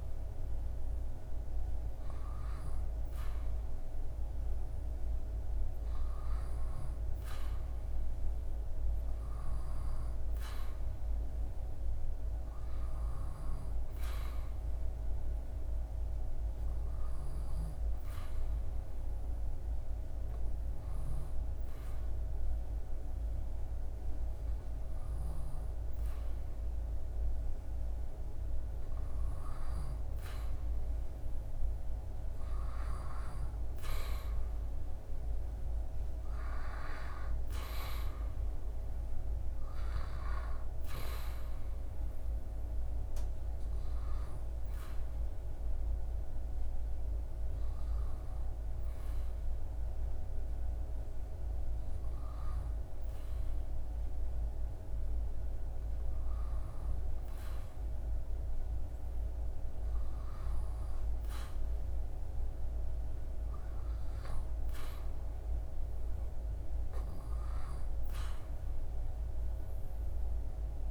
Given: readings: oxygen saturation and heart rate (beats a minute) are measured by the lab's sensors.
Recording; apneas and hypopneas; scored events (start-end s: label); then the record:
breathing in sleep, hard to hear, by a room microphone; 2
15.50-29.00 s: obstructive apnea (oxygen 97% before, 94% lowest, heart rate 78 before, 74 extreme, up 4 after)
31.50-35.00 s: arousal
42.50-58.50 s: hypopnea (oxygen 96% before, 94% lowest, heart rate 78 before, 74 extreme, up 7 after)
61.50-64.50 s: arousal
From the record:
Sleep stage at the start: N2 (light sleep); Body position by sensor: on the back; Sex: male